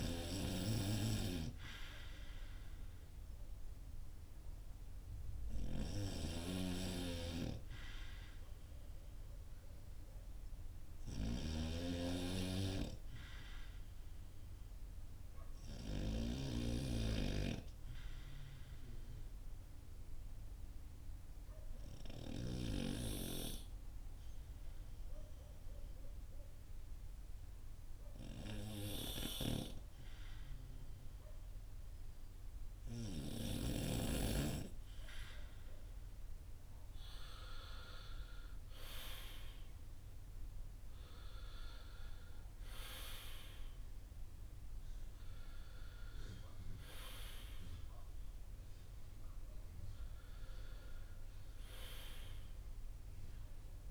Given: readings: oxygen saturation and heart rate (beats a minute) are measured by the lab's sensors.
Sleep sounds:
breathing in sleep by a room microphone; 1
5.50-16.00 s: snoring (device-marked)
17.50-32.50 s: obstructive apnea (oxygen 94% before, 93% lowest, heart rate 49 before, 46 extreme, up 8 after)
35.00-40.00 s: arousal
From the record:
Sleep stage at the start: N2 (light sleep); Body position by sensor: on the back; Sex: male

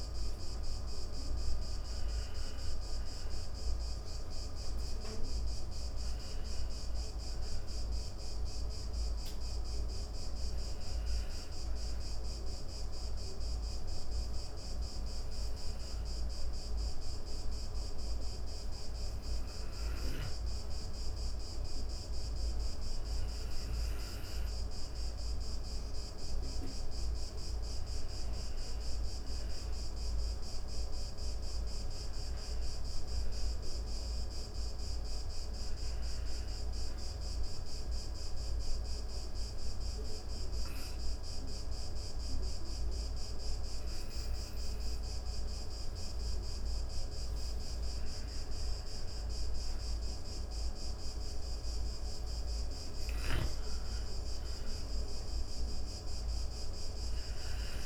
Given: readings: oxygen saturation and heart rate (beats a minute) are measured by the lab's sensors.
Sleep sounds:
breathing in sleep, hard to hear, by a room microphone; 1
31.00-34.00 s: arousal
35.00-47.00 s: hypopnea (oxygen 95% before, 88% lowest, heart rate 108 before, 38 extreme, up 8 after)
49.50-53.00 s: arousal
From the record:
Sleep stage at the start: N2 (light sleep); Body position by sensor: on the back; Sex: female

